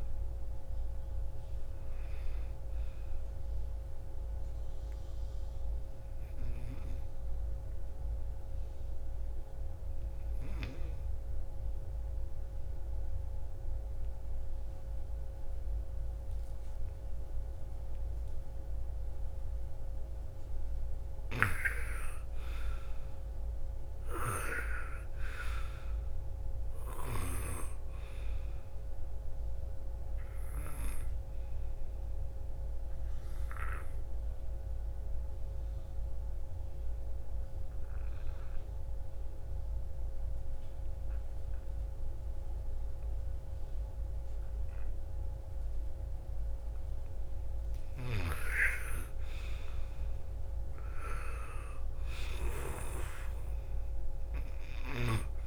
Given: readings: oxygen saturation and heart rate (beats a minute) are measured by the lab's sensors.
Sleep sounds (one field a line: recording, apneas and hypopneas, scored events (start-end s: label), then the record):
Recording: breathing in sleep by a room microphone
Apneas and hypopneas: 2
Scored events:
0.00-11.50 s: oxygen desaturation (device-marked, oxygen 89% lowest, heart rate 52 extreme)
11.50-21.50 s: obstructive apnea (oxygen 98% before, 90% lowest, heart rate 62 before, 54 extreme, up 15 after)
22.50-26.00 s: arousal
24.50-39.50 s: oxygen desaturation (device-marked, oxygen 98% before, 90% lowest, heart rate 58 before, 47 extreme)
34.50-46.50 s: obstructive apnea (oxygen 98% before, 90% lowest, heart rate 61 before, 36 extreme, up 16 after)
48.50-52.00 s: arousal
53.50-55.47 s: oxygen desaturation (device-marked, oxygen 98% before, 90% lowest, heart rate 57 before, 36 extreme)
From the record:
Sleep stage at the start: N2 (light sleep)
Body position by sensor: on the front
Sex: female